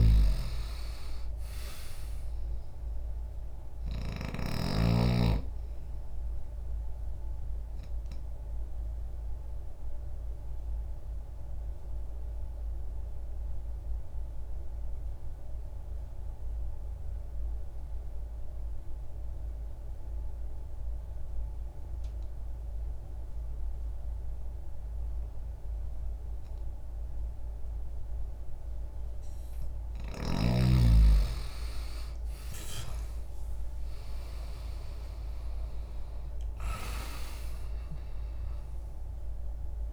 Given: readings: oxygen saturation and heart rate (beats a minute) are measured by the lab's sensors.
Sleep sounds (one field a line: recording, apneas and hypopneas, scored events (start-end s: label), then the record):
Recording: breathing in sleep by a room microphone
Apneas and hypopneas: 1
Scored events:
0.00-1.50 s: arousal
0.00-4.50 s: snoring (device-marked)
8.00-30.00 s: obstructive apnea (oxygen 97% before, 85% lowest, heart rate 61 before, 60 extreme, up 5 after)
20.50-30.50 s: oxygen desaturation (device-marked, oxygen 93% before, 85% lowest, heart rate 61 before, 60 extreme)
32.00-36.50 s: arousal
From the record:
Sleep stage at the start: N2 (light sleep)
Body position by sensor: on the left side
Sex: male